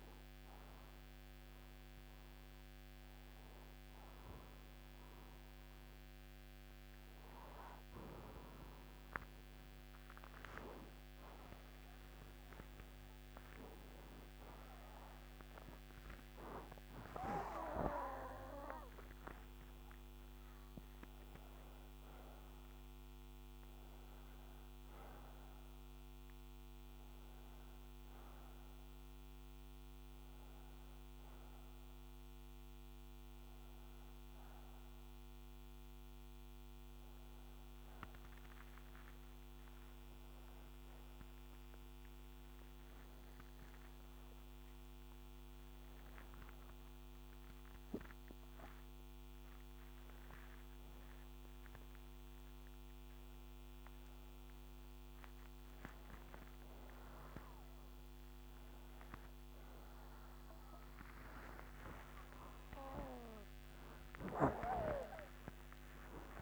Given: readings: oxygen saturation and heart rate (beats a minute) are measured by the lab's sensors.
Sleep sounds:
breathing in sleep by a microphone on the trachea; none
14.00-19.50 s: arousal
19.00-28.00 s: oxygen desaturation (device-marked, oxygen 95% before, 90% lowest, heart rate 85 before, 81 extreme)
54.00-66.42 s: new sleep stage, awake
From the record:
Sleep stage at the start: N1 (lightest sleep); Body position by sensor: upright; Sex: male

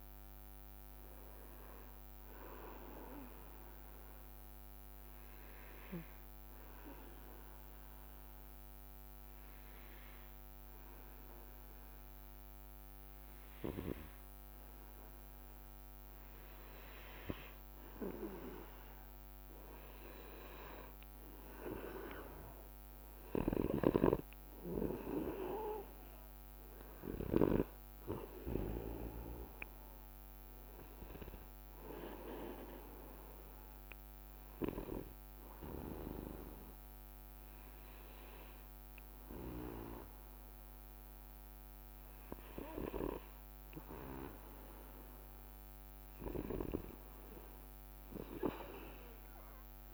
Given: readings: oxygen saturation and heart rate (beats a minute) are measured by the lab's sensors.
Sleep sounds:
breathing in sleep by a microphone on the trachea; 2
0.00-7.00 s: oxygen desaturation (device-marked, oxygen 94% lowest, heart rate 62 extreme)
4.50-16.00 s: obstructive apnea (oxygen 98% before, 94% lowest, heart rate 67 before, 62 extreme, up 3 after)
18.00-22.50 s: arousal
21.00-37.00 s: oxygen desaturation (device-marked, oxygen 98% before, 94% lowest, heart rate 64 before, 63 extreme)
33.50-45.00 s: hypopnea (oxygen 98% before, 94% lowest, heart rate 64 before, 61 extreme, up 4 after)
46.50-49.94 s: arousal
From the record:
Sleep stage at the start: N2 (light sleep); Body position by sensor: on the back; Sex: male

